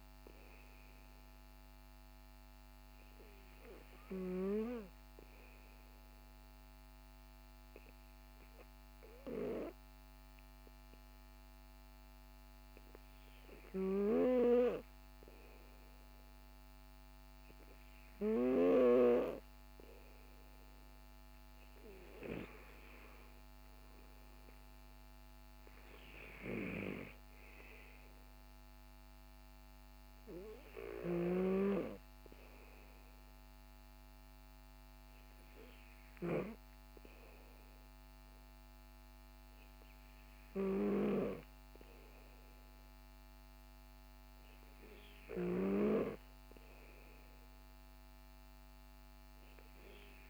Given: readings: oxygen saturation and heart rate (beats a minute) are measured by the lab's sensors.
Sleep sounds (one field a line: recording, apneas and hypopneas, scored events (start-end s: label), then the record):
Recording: breathing in sleep by a microphone on the trachea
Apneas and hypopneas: 1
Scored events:
4.50-15.50 s: obstructive apnea (oxygen 96% before, 93% lowest, heart rate 55 before, 44 extreme, up 6 after)
18.00-21.50 s: arousal
From the record:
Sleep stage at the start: N2 (light sleep)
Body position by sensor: on the back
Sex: male